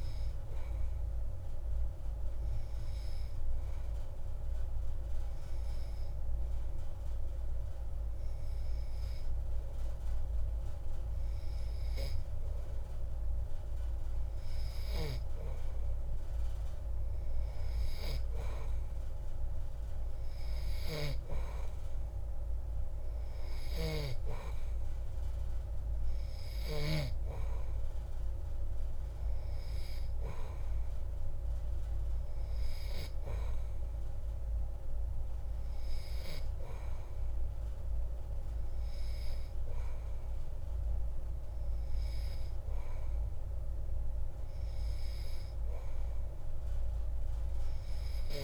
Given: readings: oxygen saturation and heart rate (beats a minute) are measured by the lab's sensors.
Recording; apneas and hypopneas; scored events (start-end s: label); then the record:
breathing in sleep by a room microphone; 1
3.00-15.00 s: obstructive apnea (oxygen 95% before, 92% lowest)
17.50-20.50 s: arousal
23.50-27.00 s: snoring (device-marked)
From the record:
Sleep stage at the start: N2 (light sleep); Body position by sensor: on the back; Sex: male